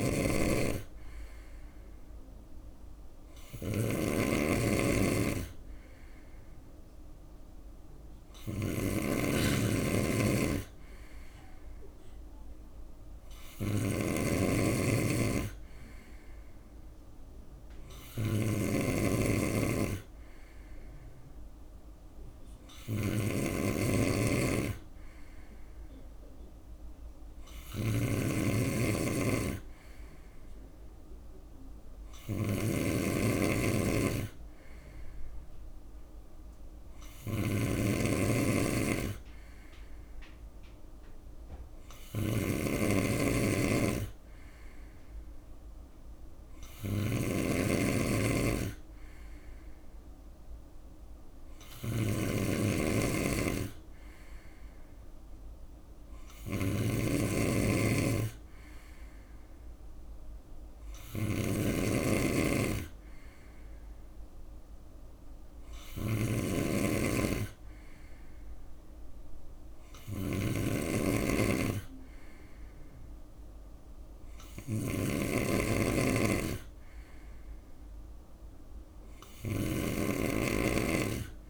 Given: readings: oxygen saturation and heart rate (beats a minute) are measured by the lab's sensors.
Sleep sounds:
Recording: breathing in sleep by a room microphone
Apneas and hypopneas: none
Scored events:
0.00-81.50 s: snoring (device-marked)
From the record:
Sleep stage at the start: N3 (deep sleep)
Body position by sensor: on the right side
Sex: male

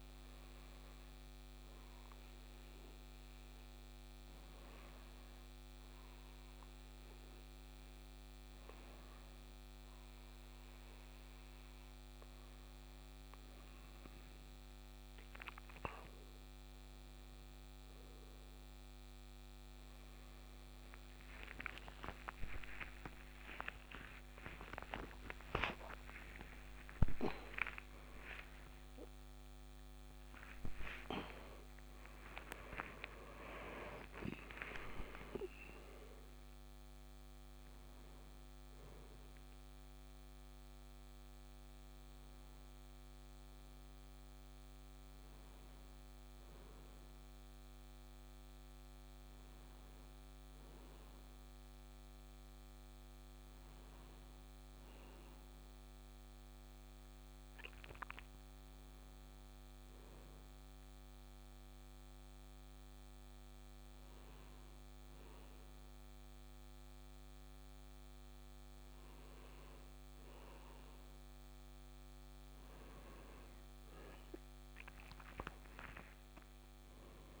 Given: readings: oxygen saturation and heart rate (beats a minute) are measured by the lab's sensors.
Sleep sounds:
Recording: breathing in sleep by a microphone on the trachea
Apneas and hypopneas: 2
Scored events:
1.00-12.00 s: hypopnea (oxygen 96% before, 93% lowest, heart rate 62 before, 49 extreme, up 8 after)
6.00-77.40 s: new sleep stage, N1 (lightest sleep)
19.00-26.00 s: tachycardia (device-marked, heart rate 78 before, 150 extreme)
22.50-28.00 s: arousal
52.50-57.00 s: arousal
60.00-70.00 s: hypopnea (oxygen 99% before, 95% lowest, heart rate 61 before, 64 extreme, up 5 after)
74.00-77.40 s: oxygen desaturation (device-marked, oxygen 99% before, 95% lowest, heart rate 63 before, 61 extreme)
75.00-77.40 s: arousal
From the record:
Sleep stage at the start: N2 (light sleep)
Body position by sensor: on the right side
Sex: male

